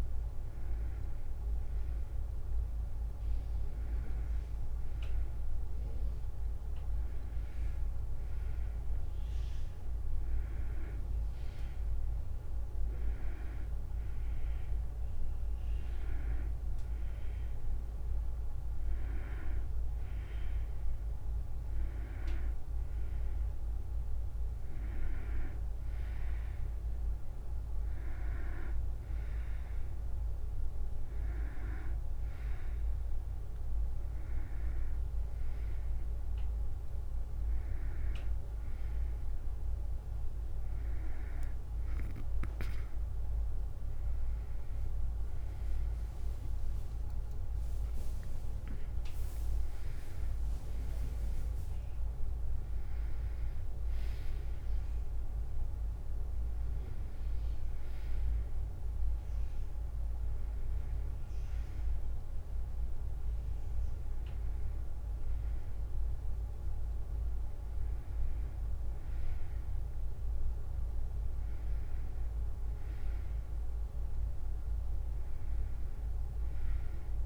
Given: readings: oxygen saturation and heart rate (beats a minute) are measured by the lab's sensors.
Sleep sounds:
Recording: breathing in sleep, hard to hear, by a room microphone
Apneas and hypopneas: none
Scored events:
44.50-48.00 s: arousal
45.00-58.00 s: drop in pulse transit time (device-marked, heart rate 74 before, 75 extreme)
From the record:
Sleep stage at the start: N2 (light sleep)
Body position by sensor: on the back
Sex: female

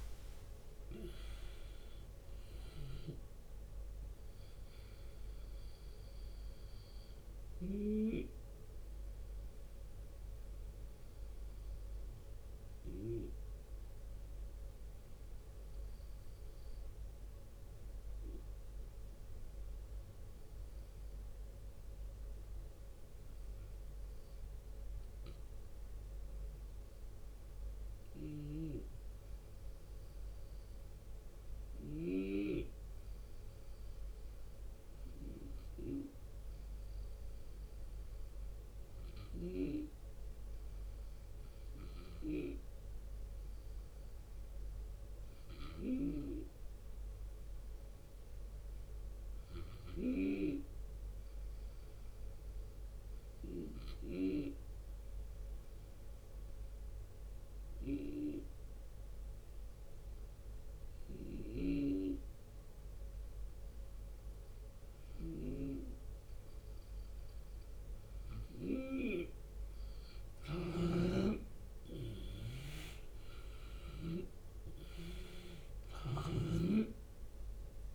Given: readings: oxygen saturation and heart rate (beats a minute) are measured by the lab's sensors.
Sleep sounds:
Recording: breathing in sleep by a room microphone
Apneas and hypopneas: 1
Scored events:
0.00-7.00 s: drop in pulse transit time (device-marked, heart rate 79 extreme)
0.00-12.00 s: oxygen desaturation (device-marked, oxygen 87% lowest, heart rate 56 extreme)
7.50-9.50 s: long interval between heartbeats (device-marked, heart rate 81 before, 82 extreme)
8.00-65.50 s: obstructive apnea (oxygen 92% before, 84% lowest, heart rate 81 before, 59 extreme, up 8 after)
9.50-11.50 s: long interval between heartbeats (device-marked, heart rate 81 before, 68 extreme)
16.00-18.00 s: long interval between heartbeats (device-marked, heart rate 76 before, 65 extreme)
19.00-31.00 s: drop in pulse transit time (device-marked, heart rate 73 before, 63 extreme)
41.00-54.00 s: snoring (device-marked)
42.00-55.00 s: oxygen desaturation (device-marked, oxygen 97% before, 88% lowest, heart rate 73 before, 73 extreme)
47.00-58.00 s: drop in pulse transit time (device-marked, heart rate 74 before, 73 extreme)
64.00-77.95 s: new sleep stage, N2 (light sleep)
64.50-68.50 s: snoring (device-marked)
70.00-75.00 s: arousal
72.00-77.95 s: drop in pulse transit time (device-marked, heart rate 75 before, 80 extreme)
From the record:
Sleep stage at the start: REM sleep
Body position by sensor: on the left side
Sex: male

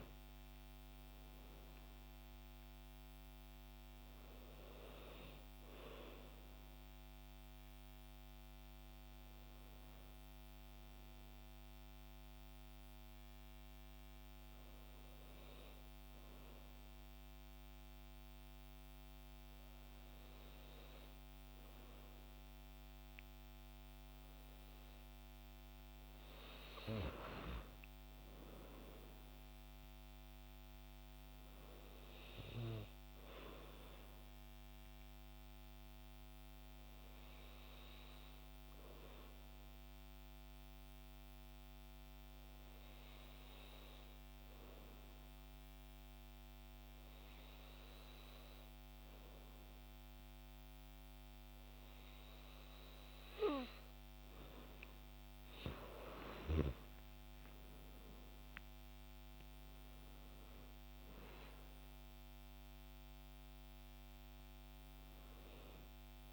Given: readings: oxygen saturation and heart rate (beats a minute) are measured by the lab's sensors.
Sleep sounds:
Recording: breathing in sleep by a microphone on the trachea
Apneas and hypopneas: 1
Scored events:
28.00-32.00 s: arousal
38.50-51.00 s: hypopnea (oxygen 96% before, 92% lowest, heart rate 66 before, 60 extreme, up 49 after)
54.50-58.50 s: arousal
59.50-66.33 s: oxygen desaturation (device-marked, oxygen 95% before, 92% lowest, heart rate 78 before, 54 extreme)
From the record:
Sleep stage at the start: N2 (light sleep)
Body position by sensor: on the back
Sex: female

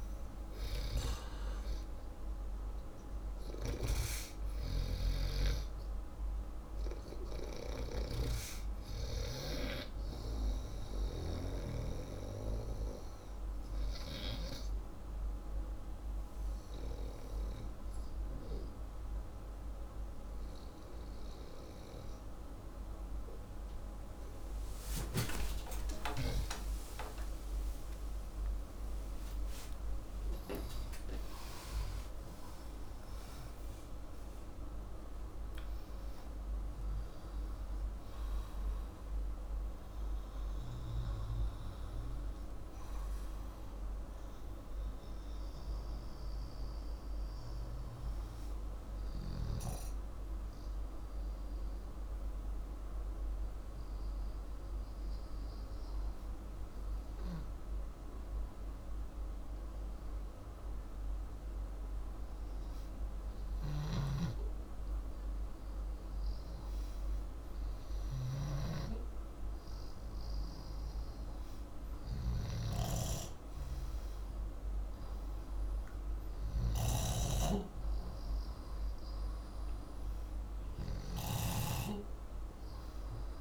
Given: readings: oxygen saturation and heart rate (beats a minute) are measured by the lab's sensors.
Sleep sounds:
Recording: breathing in sleep by a room microphone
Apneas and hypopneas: 2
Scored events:
0.00-2.50 s: arousal
13.00-25.50 s: obstructive apnea (oxygen 94% before, 90% lowest, heart rate 94 before, 54 extreme, up 25 after)
21.00-51.00 s: new sleep stage, N1 (lightest sleep)
26.50-32.50 s: arousal
51.00-83.41 s: new sleep stage, N2 (light sleep)
52.00-63.00 s: hypopnea (oxygen 95% before, 93% lowest, heart rate 151 before, 74 extreme, up 57 after)
65.50-69.50 s: arousal
76.50-81.00 s: snoring (device-marked)
From the record:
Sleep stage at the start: N2 (light sleep)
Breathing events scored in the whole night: 218 in 4.9 hours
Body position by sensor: upright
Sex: male

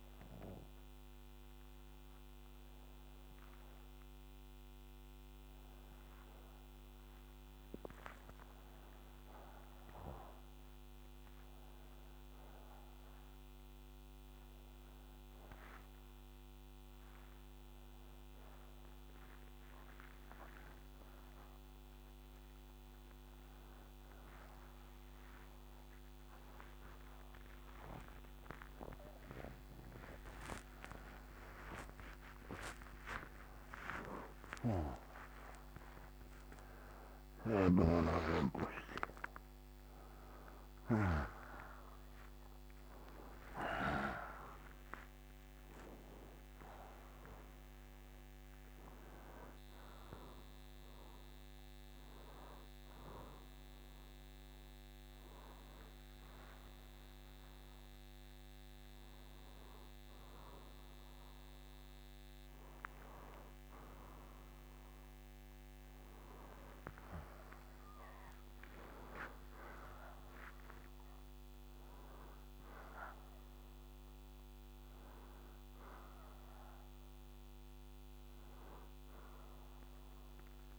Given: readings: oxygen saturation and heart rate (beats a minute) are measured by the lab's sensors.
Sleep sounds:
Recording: a person awake in a sleep study, by a microphone on the trachea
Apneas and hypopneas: none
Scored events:
none scored
From the record:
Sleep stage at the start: awake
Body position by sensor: on the right side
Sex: male

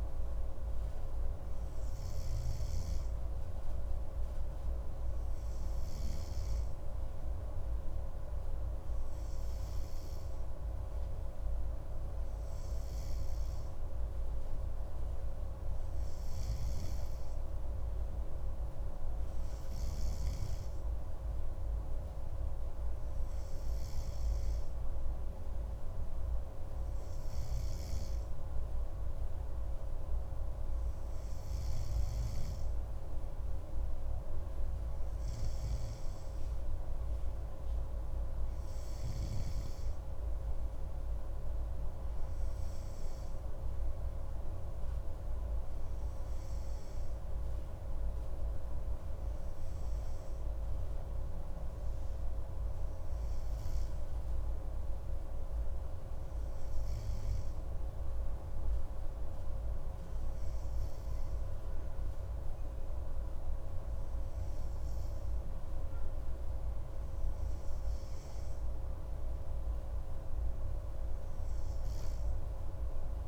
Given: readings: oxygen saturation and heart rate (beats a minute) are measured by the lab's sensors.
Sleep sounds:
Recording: breathing in sleep, hard to hear, by a room microphone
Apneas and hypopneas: none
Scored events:
none scored
From the record:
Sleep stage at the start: N2 (light sleep)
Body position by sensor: on the right side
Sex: male

